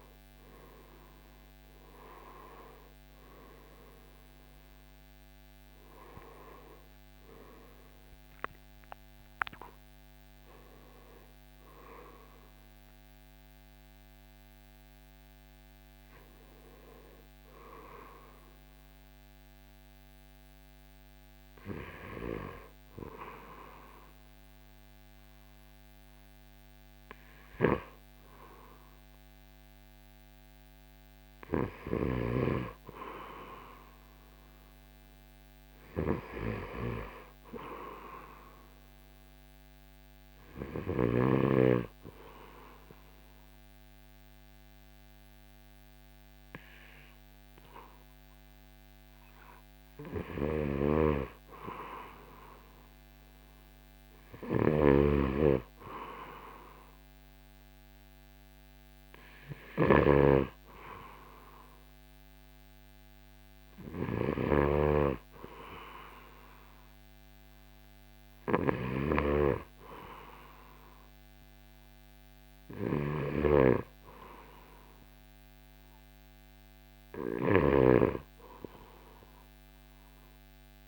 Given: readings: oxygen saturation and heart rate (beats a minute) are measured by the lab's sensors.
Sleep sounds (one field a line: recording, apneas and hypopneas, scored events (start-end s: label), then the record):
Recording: breathing in sleep by a microphone on the trachea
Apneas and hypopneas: none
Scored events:
0.00-5.00 s: arousal
0.00-19.50 s: drop in pulse transit time (device-marked, heart rate 74 extreme)
40.50-52.50 s: oxygen desaturation (device-marked, oxygen 96% before, 92% lowest, heart rate 75 before, 70 extreme)
54.50-78.00 s: snoring (device-marked)
61.50-69.50 s: oxygen desaturation (device-marked, oxygen 95% before, 92% lowest, heart rate 73 before, 66 extreme)
From the record:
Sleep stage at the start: N2 (light sleep)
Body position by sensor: on the right side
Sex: male